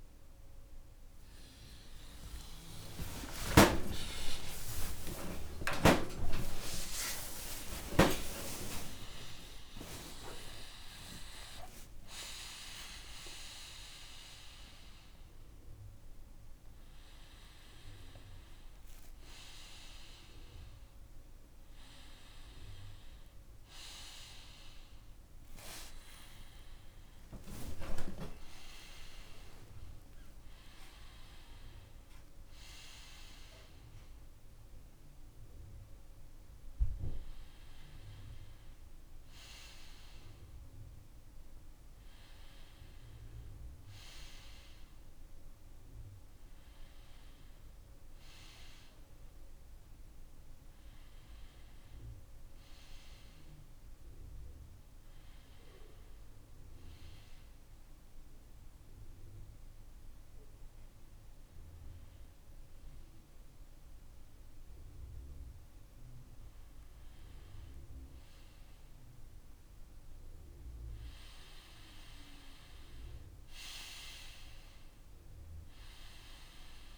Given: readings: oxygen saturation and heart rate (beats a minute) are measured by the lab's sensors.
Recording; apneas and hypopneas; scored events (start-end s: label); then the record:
a person partly awake in a sleep study, by a room microphone; 1
5.00-35.00 s: new sleep stage, awake
35.00-76.98 s: new sleep stage, N2 (light sleep)
44.00-45.00 s: oxygen desaturation (device-marked, oxygen 98% before, 96% lowest)
57.00-68.00 s: hypopnea (oxygen 98% before, 90% lowest)
75.00-76.98 s: arousal
75.00-76.98 s: oxygen desaturation (device-marked, oxygen 94% before, 90% lowest)
From the record:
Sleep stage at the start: N2 (light sleep); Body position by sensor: on the front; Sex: male